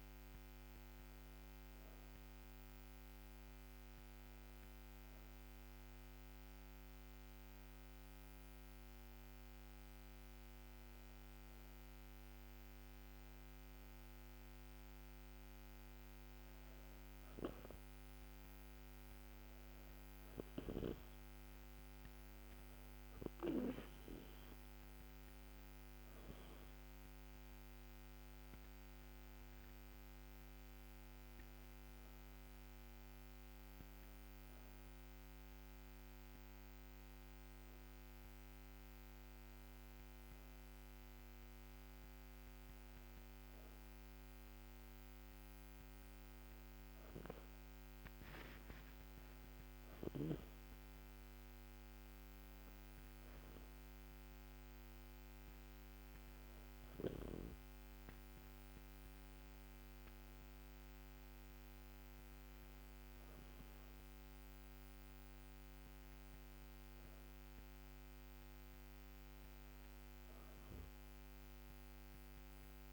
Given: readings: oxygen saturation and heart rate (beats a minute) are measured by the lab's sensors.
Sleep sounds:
breathing in sleep, hard to hear, by a microphone on the trachea; 1
0.00-1.00 s: arousal
3.50-13.50 s: hypopnea (oxygen 96% before, 94% lowest, heart rate 76 before, 73 extreme, up 3 after)
16.50-20.50 s: arousal
46.50-51.50 s: arousal
From the record:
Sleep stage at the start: N2 (light sleep); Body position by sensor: on the back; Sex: female

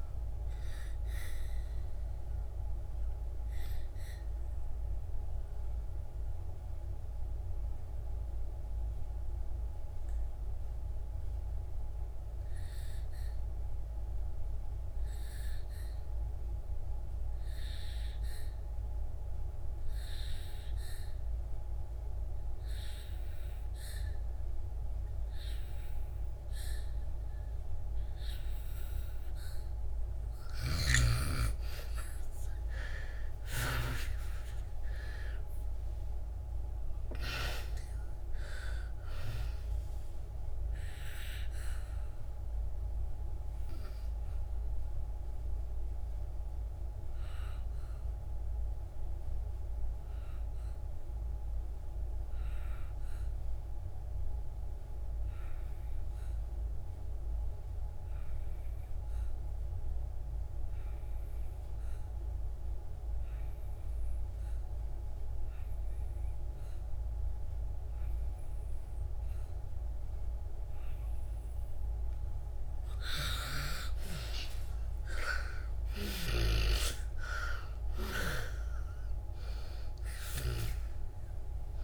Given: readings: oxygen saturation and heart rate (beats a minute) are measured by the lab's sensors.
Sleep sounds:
breathing in sleep by a room microphone; 2
0.00-20.50 s: oxygen desaturation (device-marked, oxygen 81% lowest, heart rate 43 extreme)
1.50-29.00 s: obstructive apnea (oxygen 99% before, 80% lowest, heart rate 60 before, 43 extreme, up 1 after)
22.50-57.50 s: oxygen desaturation (device-marked, oxygen 98% before, 81% lowest, heart rate 69 before, 37 extreme)
32.50-38.50 s: arousal
42.00-71.50 s: obstructive apnea (oxygen 98% before, 78% lowest, heart rate 60 before, 37 extreme, up 30 after)
63.50-81.83 s: oxygen desaturation (device-marked, oxygen 98% before, 78% lowest, heart rate 64 before, 37 extreme)
73.50-78.00 s: arousal
76.00-80.50 s: snoring (device-marked)
From the record:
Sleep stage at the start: N2 (light sleep); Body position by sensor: on the back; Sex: female

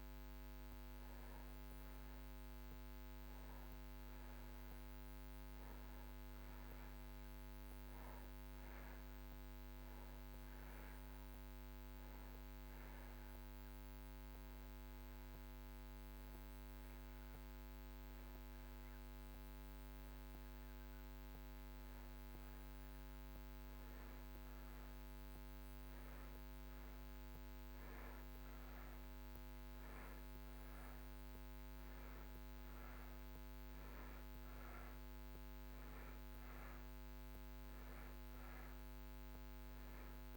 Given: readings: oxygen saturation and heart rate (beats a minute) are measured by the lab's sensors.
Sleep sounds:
breathing in sleep, hard to hear, by a microphone on the trachea; none
none scored
From the record:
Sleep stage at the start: N2 (light sleep); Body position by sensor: on the back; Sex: male

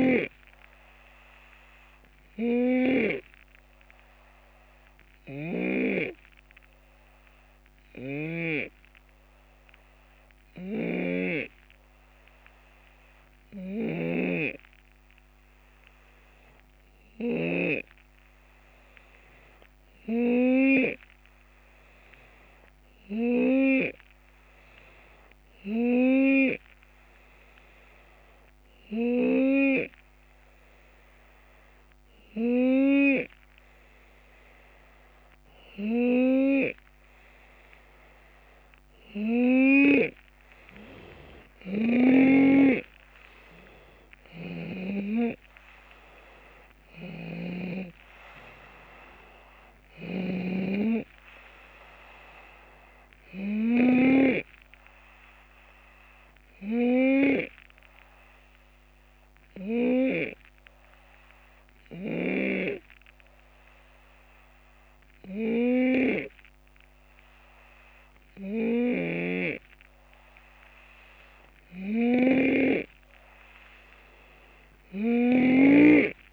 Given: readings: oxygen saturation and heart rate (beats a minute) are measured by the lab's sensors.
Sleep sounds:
breathing in sleep by a microphone on the trachea; 2
0.00-2.00 s: drop in pulse transit time (device-marked, heart rate 75 extreme)
0.00-3.00 s: snoring (device-marked)
0.50-32.50 s: hypopnea (oxygen 92% before, 88% lowest, heart rate 78 before, 71 extreme, up 1 after)
5.00-8.50 s: snoring (device-marked)
10.50-17.50 s: snoring (device-marked)
30.00-54.00 s: oxygen desaturation (device-marked, oxygen 93% before, 88% lowest, heart rate 73 before, 69 extreme)
37.00-41.50 s: arousal
43.00-57.00 s: drop in pulse transit time (device-marked, heart rate 74 before, 76 extreme)
44.00-47.50 s: snoring (device-marked)
49.50-54.00 s: snoring (device-marked)
55.00-71.50 s: hypopnea (oxygen 92% before, 89% lowest, heart rate 77 before, 69 extreme, up 6 after)
68.50-76.33 s: snoring (device-marked)
74.00-76.33 s: arousal
From the record:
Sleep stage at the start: N2 (light sleep); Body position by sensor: on the left side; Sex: male

